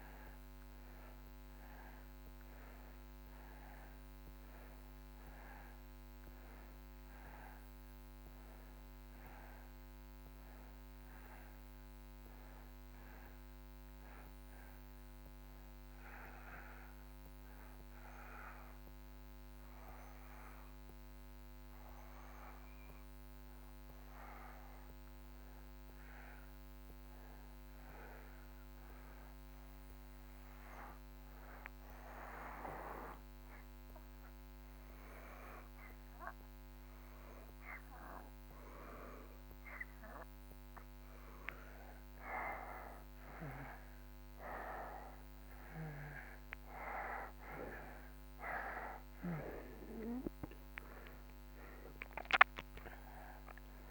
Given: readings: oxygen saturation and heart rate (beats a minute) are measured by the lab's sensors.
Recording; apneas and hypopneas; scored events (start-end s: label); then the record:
breathing in sleep by a microphone on the trachea; 1
0.00-27.50 s: oxygen desaturation (device-marked, oxygen 78% lowest)
30.50-42.50 s: obstructive apnea (oxygen 96% before, 85% lowest)
44.50-48.50 s: arousal
44.50-53.91 s: oxygen desaturation (device-marked, oxygen 96% before, 85% lowest)
From the record:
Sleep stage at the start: N2 (light sleep); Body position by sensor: on the back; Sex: male